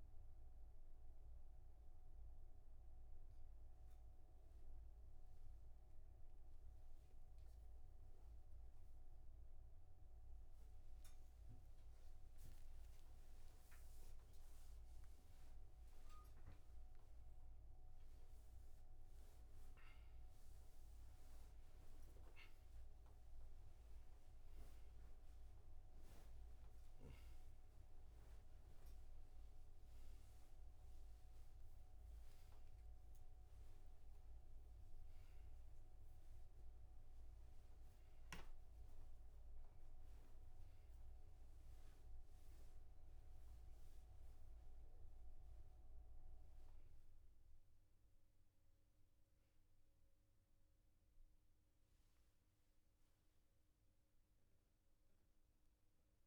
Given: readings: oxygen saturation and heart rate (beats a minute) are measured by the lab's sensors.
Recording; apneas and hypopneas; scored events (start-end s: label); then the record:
a person awake in a sleep study, hard to hear, by a room microphone; none
none scored
From the record:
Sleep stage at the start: awake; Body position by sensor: on the back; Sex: male